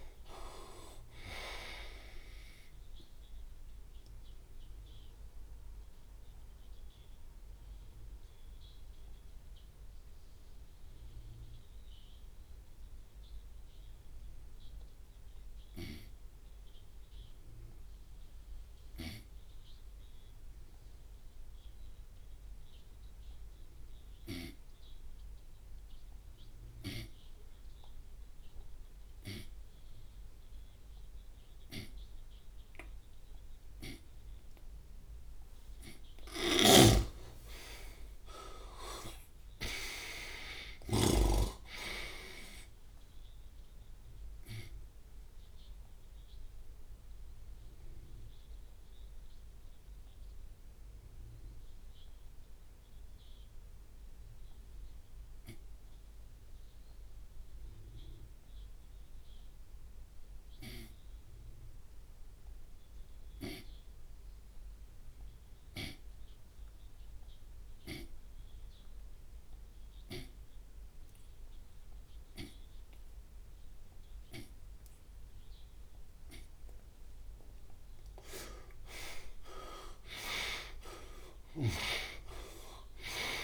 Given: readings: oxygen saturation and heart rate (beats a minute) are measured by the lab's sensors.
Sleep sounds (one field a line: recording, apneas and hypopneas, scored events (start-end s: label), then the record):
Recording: breathing in sleep by a room microphone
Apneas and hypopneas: 2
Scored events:
0.00-31.50 s: oxygen desaturation (device-marked, oxygen 85% lowest)
3.50-35.50 s: obstructive apnea (oxygen 99% before, 85% lowest)
36.50-41.50 s: snoring (device-marked)
37.00-41.50 s: arousal
44.50-76.50 s: obstructive apnea (oxygen 99% before, 84% lowest)
61.50-74.50 s: oxygen desaturation (device-marked, oxygen 97% before, 86% lowest)
78.50-83.00 s: arousal
81.50-83.44 s: snoring (device-marked)
From the record:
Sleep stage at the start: N2 (light sleep)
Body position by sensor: on the right side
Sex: male